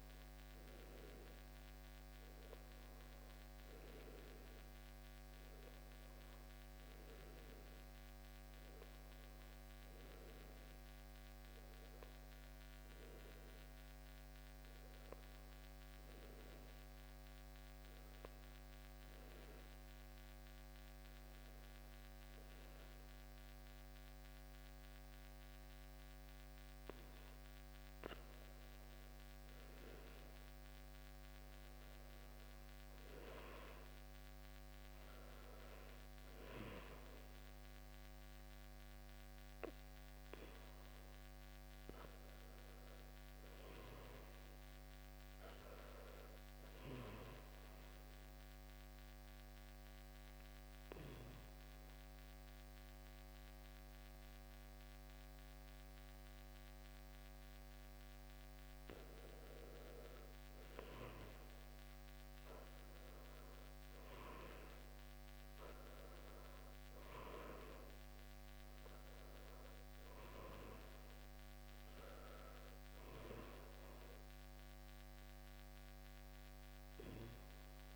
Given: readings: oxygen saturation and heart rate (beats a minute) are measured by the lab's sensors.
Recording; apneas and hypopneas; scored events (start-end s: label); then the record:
breathing in sleep by a microphone on the trachea; 2
1.00-77.96 s: new sleep stage, N2 (light sleep)
18.00-29.50 s: hypopnea (oxygen 94% before, 91% lowest, heart rate 66 before, 55 extreme, up 5 after)
31.00-35.00 s: arousal
50.00-61.50 s: obstructive apnea (oxygen 96% before, 91% lowest, heart rate 60 before, 55 extreme, up 9 after)
63.50-68.50 s: arousal
From the record:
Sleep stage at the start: N1 (lightest sleep); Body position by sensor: on the back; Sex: male